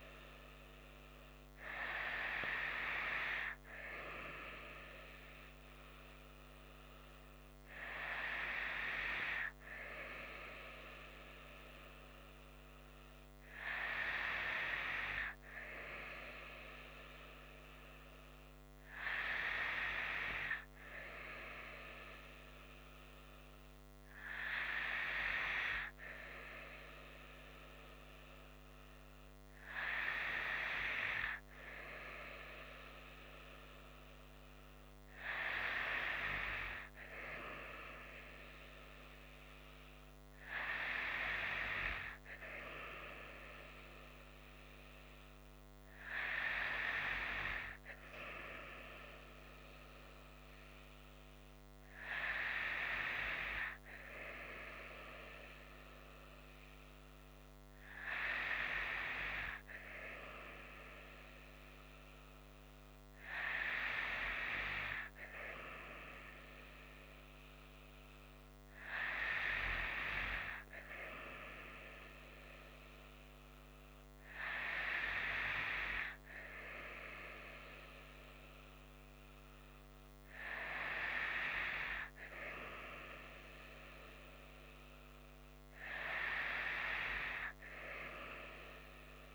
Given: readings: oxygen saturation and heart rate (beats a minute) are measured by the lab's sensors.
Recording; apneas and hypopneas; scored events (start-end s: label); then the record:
breathing in sleep by a microphone on the trachea; none
none scored
From the record:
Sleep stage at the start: N2 (light sleep); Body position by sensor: on the right side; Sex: female